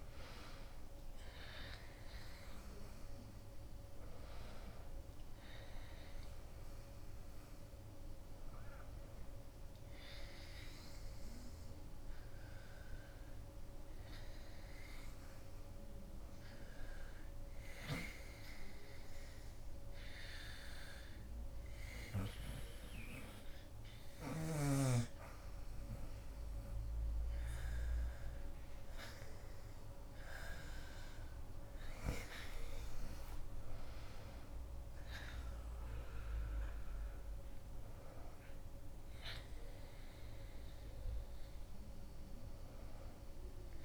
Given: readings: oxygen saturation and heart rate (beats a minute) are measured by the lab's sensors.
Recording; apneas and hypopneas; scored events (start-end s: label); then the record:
breathing in sleep by a room microphone; 1
7.00-13.00 s: oxygen desaturation (device-marked, oxygen 99% before, 94% lowest, heart rate 121 before, 84 extreme)
15.00-28.50 s: hypopnea (oxygen 99% before, 88% lowest, heart rate 104 before, 84 extreme, up 8 after)
20.00-43.85 s: oxygen desaturation (device-marked, oxygen 96% before, 88% lowest, heart rate 93 before, 84 extreme)
30.50-34.50 s: arousal
From the record:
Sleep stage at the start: N1 (lightest sleep); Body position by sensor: on the back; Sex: female